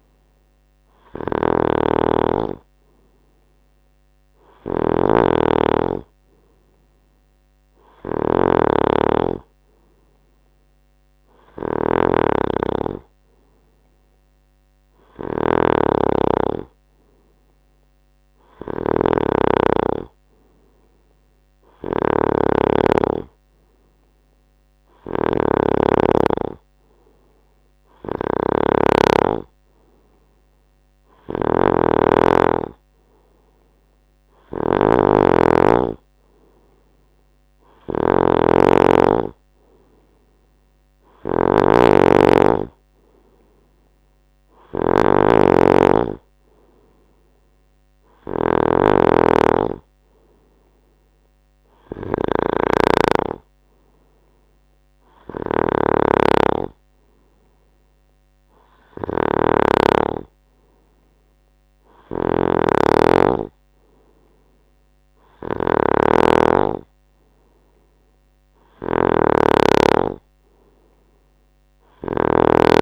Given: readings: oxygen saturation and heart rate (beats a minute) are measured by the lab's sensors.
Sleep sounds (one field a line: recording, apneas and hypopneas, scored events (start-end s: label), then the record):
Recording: breathing in sleep by a microphone on the trachea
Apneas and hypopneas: none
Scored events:
0.00-72.82 s: snoring (device-marked)
43.00-72.82 s: new sleep stage, N3 (deep sleep)
From the record:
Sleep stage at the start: N2 (light sleep)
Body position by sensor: on the right side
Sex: male